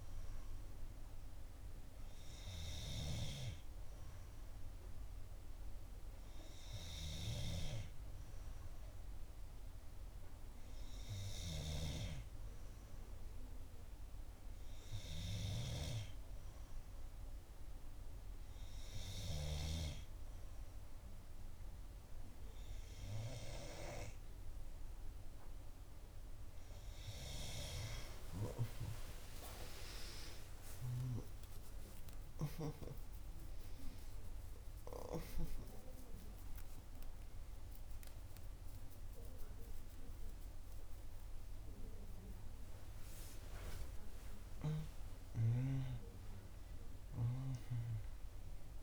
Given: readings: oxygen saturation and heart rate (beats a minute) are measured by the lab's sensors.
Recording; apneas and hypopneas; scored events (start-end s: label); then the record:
breathing in sleep by a room microphone; none
30.50-37.00 s: arousal
From the record:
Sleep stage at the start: N2 (light sleep); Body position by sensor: on the back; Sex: female